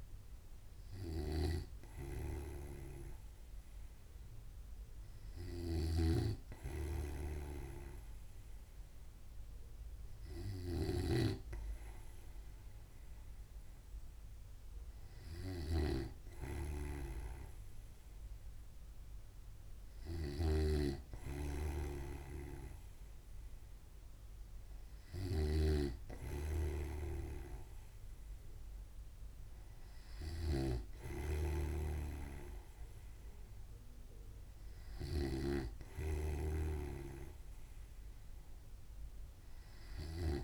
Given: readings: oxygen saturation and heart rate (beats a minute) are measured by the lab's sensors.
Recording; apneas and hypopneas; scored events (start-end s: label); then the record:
breathing in sleep by a room microphone; none
0.00-40.43 s: snoring (device-marked)
From the record:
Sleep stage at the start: N2 (light sleep); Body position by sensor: on the right side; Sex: male